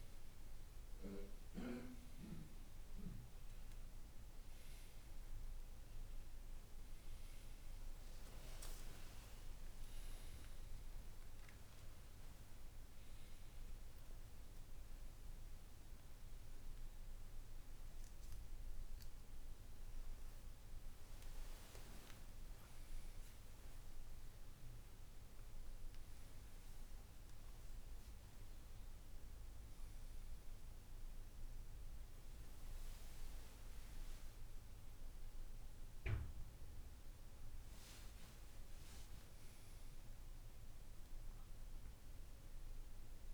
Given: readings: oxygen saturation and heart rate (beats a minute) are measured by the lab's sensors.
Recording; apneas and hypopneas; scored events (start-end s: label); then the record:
a person awake in a sleep study, hard to hear, by a room microphone; none
11.00-13.00 s: long interval between heartbeats (device-marked, heart rate 77 before, 85 extreme)
21.50-23.50 s: long interval between heartbeats (device-marked, heart rate 73 before, 75 extreme)
27.50-29.50 s: long interval between heartbeats (device-marked, heart rate 75 before, 76 extreme)
From the record:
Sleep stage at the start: awake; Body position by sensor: on the left side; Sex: male